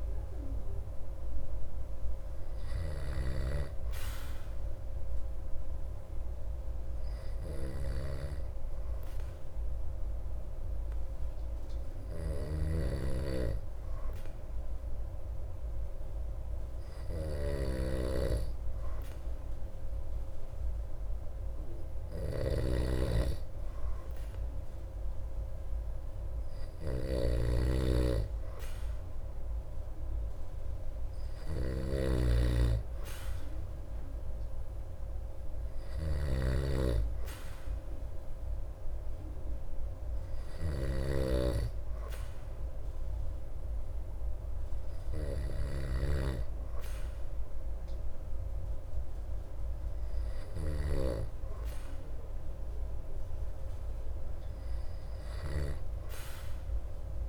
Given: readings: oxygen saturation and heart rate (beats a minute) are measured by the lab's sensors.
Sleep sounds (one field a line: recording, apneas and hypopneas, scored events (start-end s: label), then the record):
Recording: breathing in sleep by a room microphone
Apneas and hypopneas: 1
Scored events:
7.00-19.50 s: hypopnea (oxygen 96% before, 94% lowest)
12.00-51.00 s: snoring (device-marked)
21.00-25.00 s: arousal
From the record:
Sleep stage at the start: N2 (light sleep)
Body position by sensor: on the back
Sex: male